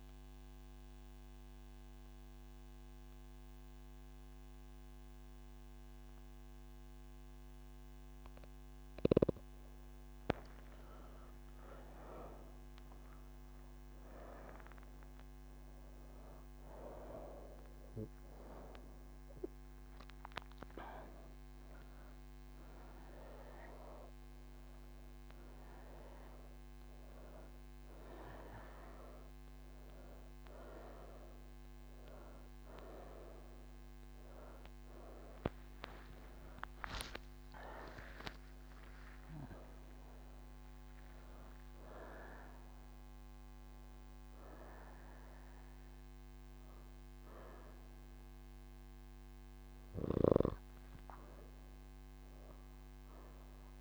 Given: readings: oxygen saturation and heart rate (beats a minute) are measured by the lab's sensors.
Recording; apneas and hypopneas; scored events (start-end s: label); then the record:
breathing in sleep by a microphone on the trachea; none
15.50-26.50 s: oxygen desaturation (device-marked, oxygen 98% before, 94% lowest)
28.50-53.81 s: oxygen desaturation (device-marked, oxygen 95% before, 89% lowest)
From the record:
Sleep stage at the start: N1 (lightest sleep); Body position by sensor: on the right side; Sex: female